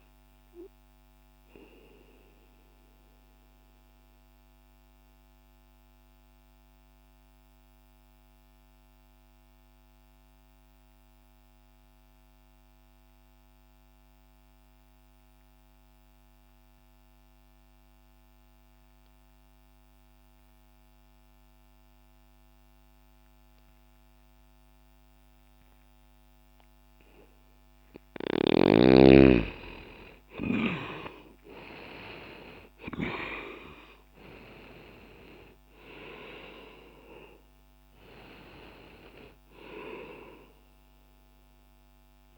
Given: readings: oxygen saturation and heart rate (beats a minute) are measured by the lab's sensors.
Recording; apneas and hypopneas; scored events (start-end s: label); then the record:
breathing in sleep by a microphone on the trachea; 1
0.00-23.00 s: oxygen desaturation (device-marked, oxygen 83% lowest, heart rate 60 extreme)
0.50-28.00 s: mixed apnea (oxygen 97% before, 83% lowest, heart rate 72 before, 60 extreme, up 10 after)
31.00-35.00 s: arousal
37.00-42.38 s: oxygen desaturation (device-marked, oxygen 97% before, 90% lowest, heart rate 78 before, 60 extreme)
From the record:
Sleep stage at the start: N2 (light sleep); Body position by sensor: on the left side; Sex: male